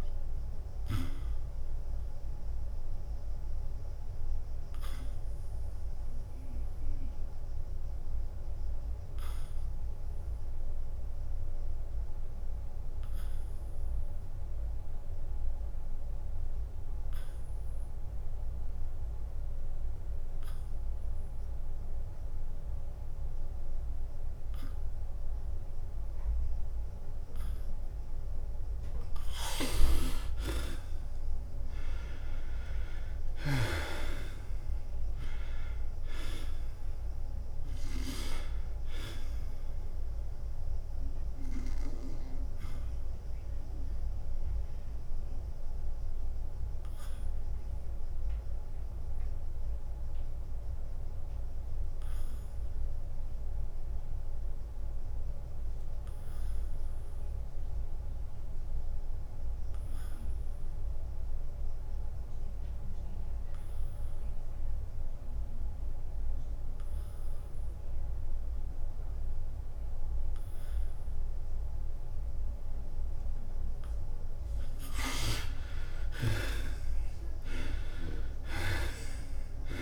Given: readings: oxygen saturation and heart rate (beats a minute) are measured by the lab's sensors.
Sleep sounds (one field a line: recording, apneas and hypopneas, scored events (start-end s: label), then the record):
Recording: breathing in sleep by a room microphone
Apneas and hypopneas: 2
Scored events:
0.00-13.00 s: oxygen desaturation (device-marked, oxygen 78% lowest, heart rate 85 extreme)
5.50-28.00 s: obstructive apnea (oxygen 96% before, 77% lowest, heart rate 88 before, 87 extreme, up 5 after)
22.00-49.00 s: oxygen desaturation (device-marked, oxygen 97% before, 90% lowest, heart rate 88 before, 86 extreme)
28.00-45.00 s: drop in pulse transit time (device-marked, heart rate 88 before, 88 extreme)
32.00-35.00 s: arousal
45.00-75.00 s: obstructive apnea (oxygen 97% before, 77% lowest, heart rate 90 before, 86 extreme, up 4 after)
54.00-61.00 s: oxygen desaturation (device-marked, oxygen 91% before, 77% lowest, heart rate 91 before, 86 extreme)
76.00-79.82 s: drop in pulse transit time (device-marked, heart rate 88 before, 89 extreme)
76.00-79.82 s: oxygen desaturation (device-marked, oxygen 97% before, 77% lowest, heart rate 88 before, 81 extreme)
77.50-79.82 s: arousal
From the record:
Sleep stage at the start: N2 (light sleep)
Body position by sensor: on the back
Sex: male